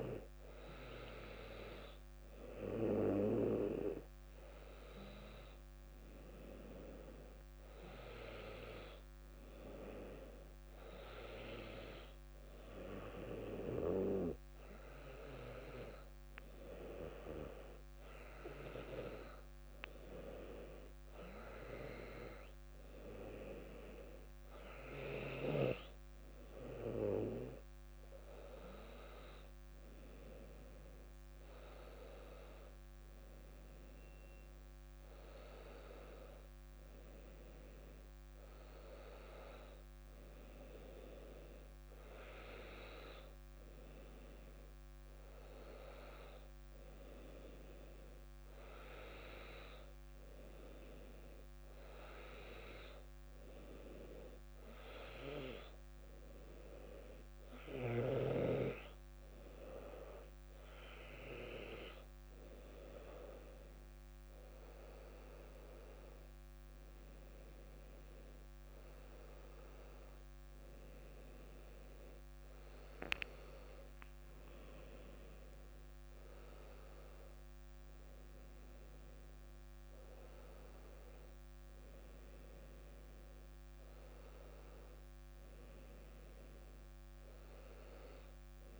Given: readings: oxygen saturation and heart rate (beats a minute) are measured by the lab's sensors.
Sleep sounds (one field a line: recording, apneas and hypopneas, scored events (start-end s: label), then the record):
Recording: breathing in sleep by a microphone on the trachea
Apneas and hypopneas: none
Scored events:
none scored
From the record:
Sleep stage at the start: N2 (light sleep)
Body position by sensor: on the back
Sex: female